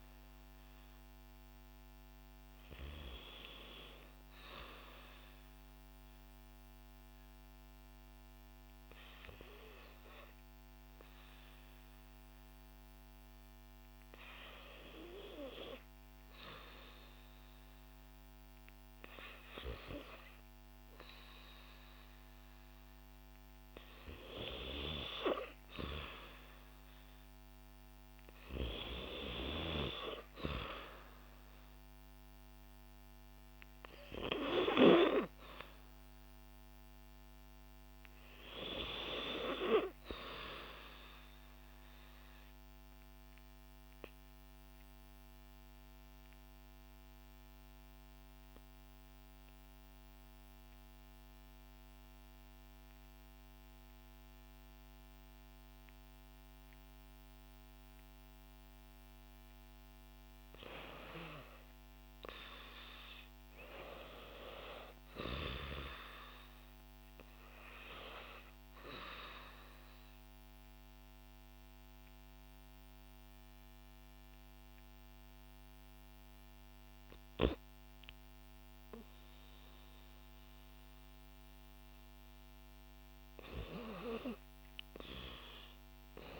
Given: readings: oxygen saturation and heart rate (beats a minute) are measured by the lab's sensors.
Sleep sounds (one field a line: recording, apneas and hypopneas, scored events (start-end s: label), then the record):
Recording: breathing in sleep by a microphone on the trachea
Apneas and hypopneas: 3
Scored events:
4.50-15.00 s: obstructive apnea (oxygen 97% before, 89% lowest, heart rate 59 before, 57 extreme, up 4 after)
19.00-23.00 s: arousal
21.50-46.50 s: oxygen desaturation (device-marked, oxygen 96% before, 93% lowest, heart rate 58 before, 60 extreme)
42.00-59.00 s: obstructive apnea (oxygen 96% before, 87% lowest, heart rate 64 before, 60 extreme, up 1 after)
60.50-78.50 s: oxygen desaturation (device-marked, oxygen 95% before, 89% lowest, heart rate 61 before, 61 extreme)
61.00-64.50 s: arousal
70.00-81.00 s: obstructive apnea (oxygen 96% before, 87% lowest, heart rate 61 before, 61 extreme, up 5 after)
84.50-86.40 s: arousal
From the record:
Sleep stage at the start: REM sleep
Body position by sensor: on the back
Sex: female